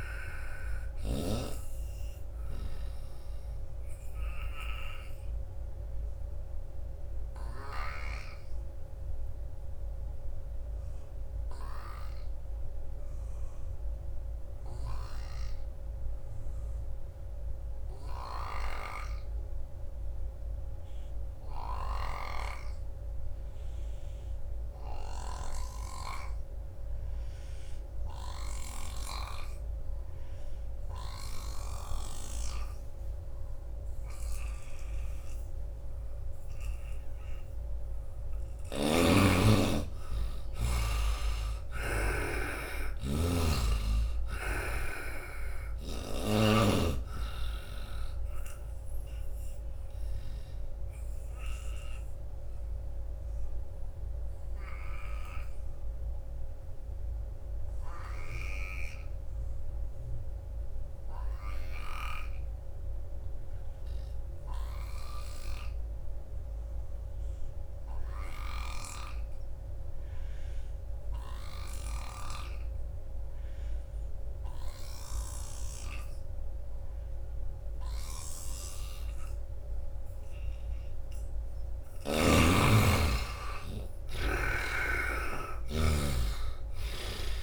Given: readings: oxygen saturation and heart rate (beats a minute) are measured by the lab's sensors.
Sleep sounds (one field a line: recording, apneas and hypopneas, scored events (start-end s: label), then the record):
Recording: breathing in sleep by a room microphone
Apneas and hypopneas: 2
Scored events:
0.00-11.50 s: oxygen desaturation (device-marked, oxygen 73% lowest, heart rate 64 extreme)
1.50-38.50 s: obstructive apnea (oxygen 97% before, 73% lowest, heart rate 78 before, 64 extreme, up 19 after)
18.00-22.00 s: snoring (device-marked)
27.50-62.50 s: oxygen desaturation (device-marked, oxygen 98% before, 75% lowest, heart rate 81 before, 60 extreme)
28.00-32.00 s: snoring (device-marked)
40.00-44.50 s: arousal
49.00-80.00 s: obstructive apnea (oxygen 97% before, 74% lowest, heart rate 73 before, 60 extreme, up 23 after)
61.50-82.00 s: snoring (device-marked)
74.50-87.43 s: oxygen desaturation (device-marked, oxygen 97% before, 74% lowest, heart rate 81 before, 61 extreme)
81.50-85.50 s: arousal
From the record:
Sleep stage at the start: N2 (light sleep)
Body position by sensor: on the right side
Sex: male